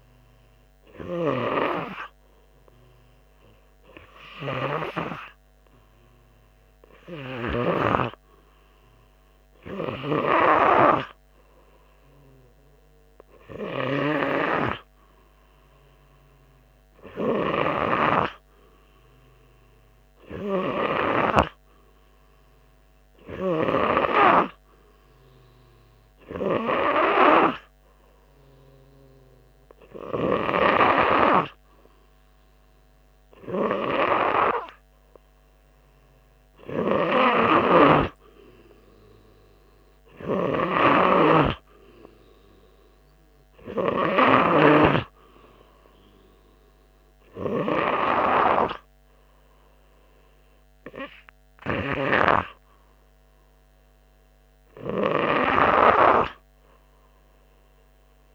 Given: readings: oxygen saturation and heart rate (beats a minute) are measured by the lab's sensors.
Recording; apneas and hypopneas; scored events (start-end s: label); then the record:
breathing in sleep by a microphone on the trachea; none
none scored
From the record:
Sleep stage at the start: N3 (deep sleep); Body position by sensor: on the right side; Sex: male